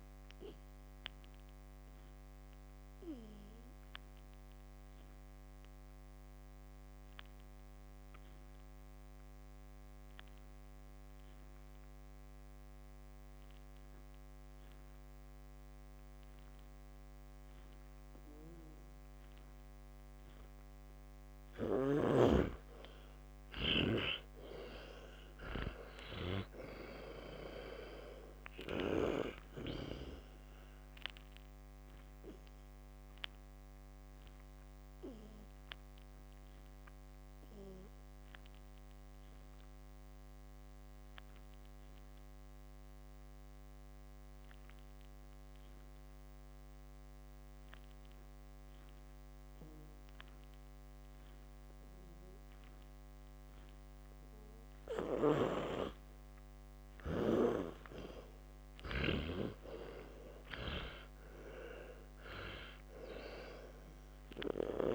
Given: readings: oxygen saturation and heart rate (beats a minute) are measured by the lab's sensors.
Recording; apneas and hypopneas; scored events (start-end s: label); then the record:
breathing in sleep by a microphone on the trachea; 2
3.00-19.00 s: obstructive apnea (oxygen 97% before, 94% lowest, heart rate 70 before, 54 extreme, up 25 after)
22.50-27.00 s: arousal
23.00-26.00 s: oxygen desaturation (device-marked, oxygen 98% before, 94% lowest, heart rate 58 before, 57 extreme)
36.50-51.50 s: obstructive apnea (oxygen 98% before, 90% lowest, heart rate 66 before, 55 extreme, up 1 after)
37.00-40.00 s: oxygen desaturation (device-marked, oxygen 97% before, 94% lowest, heart rate 66 before, 57 extreme)
55.00-64.94 s: snoring (device-marked)
58.00-61.50 s: arousal
From the record:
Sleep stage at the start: N2 (light sleep); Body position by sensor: on the back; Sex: male